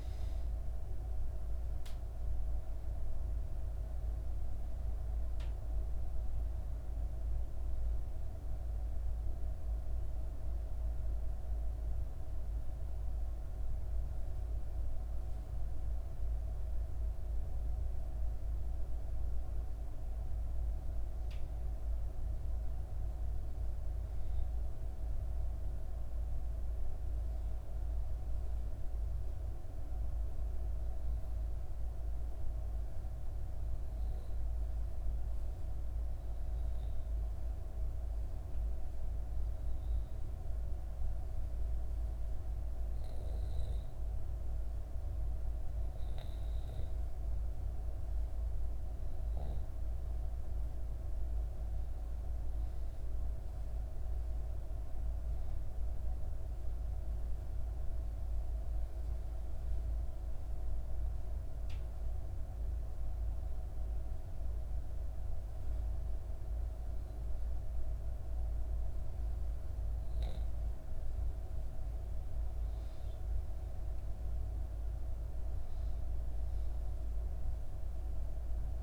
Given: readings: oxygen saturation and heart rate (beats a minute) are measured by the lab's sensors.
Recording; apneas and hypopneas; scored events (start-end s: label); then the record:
breathing in sleep, hard to hear, by a room microphone; 3
0.00-11.00 s: oxygen desaturation (device-marked, oxygen 90% lowest, heart rate 60 extreme)
8.00-22.50 s: obstructive apnea (oxygen 96% before, 91% lowest, heart rate 64 before, 60 extreme, up 1 after)
24.00-27.50 s: arousal
31.50-45.00 s: hypopnea (oxygen 97% before, 91% lowest, heart rate 60 before, 60 extreme, up 2 after)
32.00-70.00 s: oxygen desaturation (device-marked, oxygen 97% before, 91% lowest, heart rate 61 before, 60 extreme)
47.50-50.00 s: arousal
60.00-71.00 s: obstructive apnea (oxygen 96% before, 91% lowest, heart rate 61 before, 61 extreme, up 4 after)
73.50-78.00 s: arousal
From the record:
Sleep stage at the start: N2 (light sleep); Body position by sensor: on the back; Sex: female